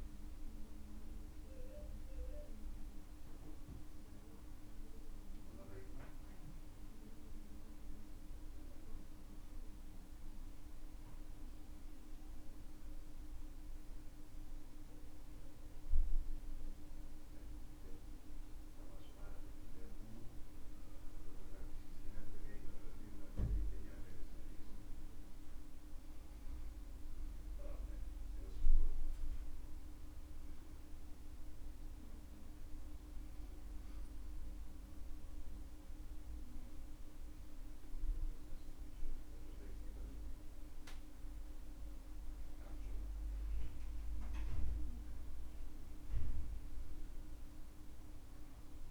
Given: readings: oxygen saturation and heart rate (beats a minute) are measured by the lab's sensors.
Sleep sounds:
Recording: breathing in sleep by a room microphone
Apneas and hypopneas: 1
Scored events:
14.00-25.00 s: hypopnea (oxygen 95% before, 91% lowest, heart rate 65 before, 61 extreme, up 5 after)
29.00-33.50 s: arousal
From the record:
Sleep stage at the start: N2 (light sleep)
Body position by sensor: on the back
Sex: male

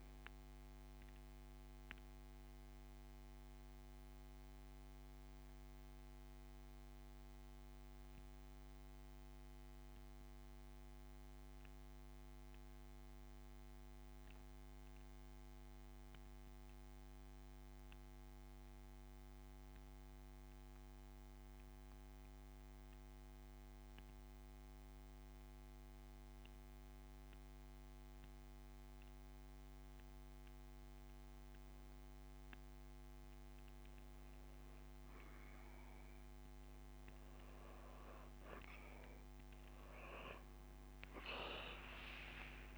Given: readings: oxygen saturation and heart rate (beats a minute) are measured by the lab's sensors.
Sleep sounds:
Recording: breathing in sleep, hard to hear, by a microphone on the trachea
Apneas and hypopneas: 1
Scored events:
0.00-10.00 s: oxygen desaturation (device-marked, oxygen 93% lowest)
2.50-33.00 s: central apnea (oxygen 98% before, 87% lowest)
12.00-30.00 s: oxygen desaturation (device-marked, oxygen 93% before, 87% lowest, heart rate 31 before, 39 extreme)
From the record:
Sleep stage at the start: N2 (light sleep)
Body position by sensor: on the back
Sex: male

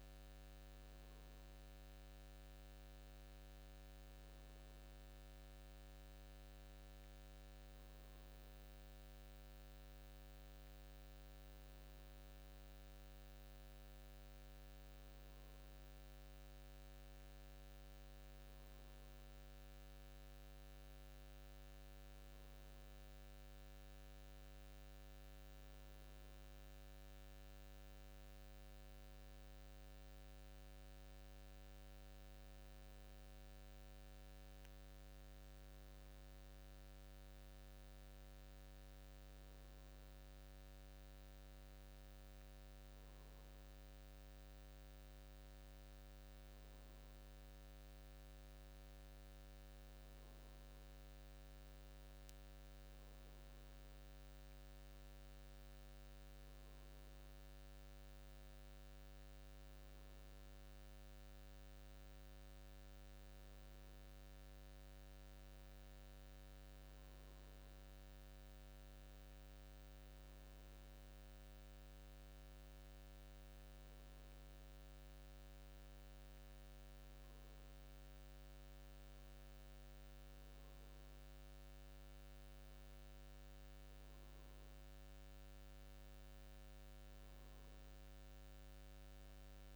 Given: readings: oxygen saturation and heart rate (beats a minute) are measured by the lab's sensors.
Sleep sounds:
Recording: breathing in sleep, hard to hear, by a microphone on the trachea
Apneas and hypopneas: none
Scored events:
none scored
From the record:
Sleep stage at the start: N2 (light sleep)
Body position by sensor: on the back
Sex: male

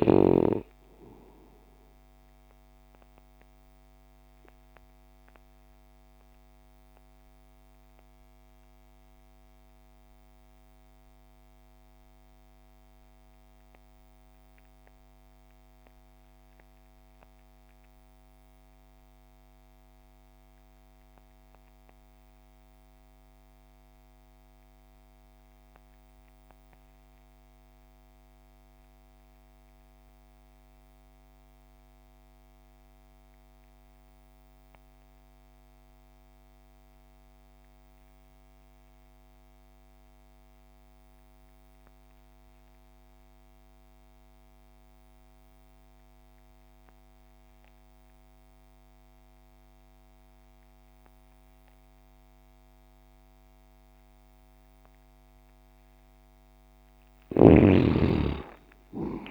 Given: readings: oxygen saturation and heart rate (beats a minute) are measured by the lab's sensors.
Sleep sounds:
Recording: breathing in sleep, hard to hear, by a microphone on the trachea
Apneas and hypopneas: 1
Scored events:
0.00-15.00 s: oxygen desaturation (device-marked, oxygen 85% lowest)
4.00-55.00 s: mixed apnea (oxygen 98% before, 73% lowest)
31.00-59.31 s: oxygen desaturation (device-marked, oxygen 98% before, 73% lowest)
57.00-59.31 s: snoring (device-marked)
From the record:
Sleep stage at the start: REM sleep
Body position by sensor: on the left side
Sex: male

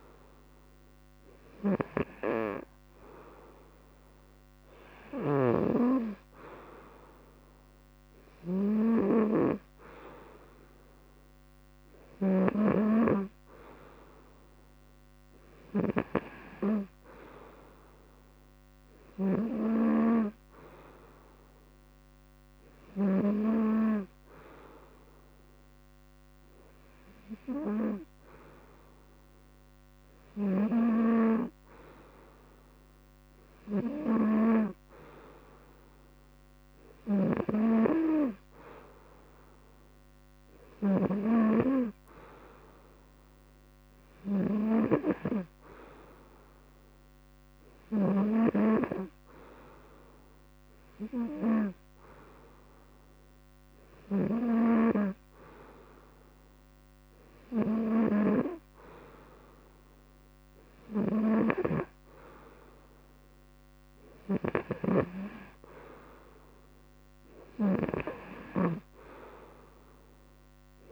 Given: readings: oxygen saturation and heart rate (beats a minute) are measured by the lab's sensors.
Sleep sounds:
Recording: breathing in sleep by a microphone on the trachea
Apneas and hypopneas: none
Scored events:
0.00-19.00 s: snoring (device-marked)
36.50-40.50 s: snoring (device-marked)
47.50-70.92 s: snoring (device-marked)
From the record:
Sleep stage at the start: N2 (light sleep)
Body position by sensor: on the front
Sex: male

